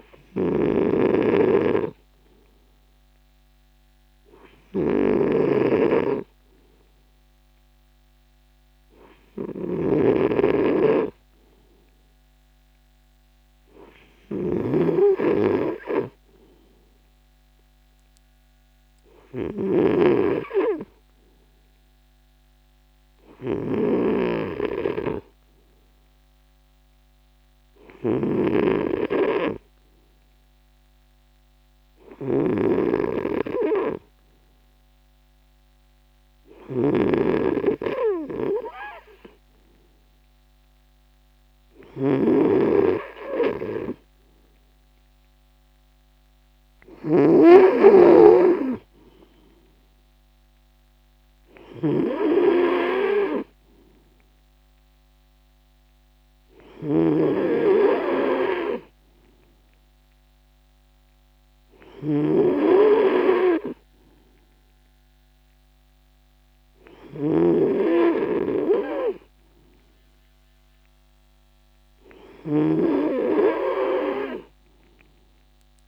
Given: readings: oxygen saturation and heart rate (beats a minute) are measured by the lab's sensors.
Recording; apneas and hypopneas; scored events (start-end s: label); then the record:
breathing in sleep by a microphone on the trachea; none
none scored
From the record:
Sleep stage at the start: N2 (light sleep); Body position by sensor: on the right side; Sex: male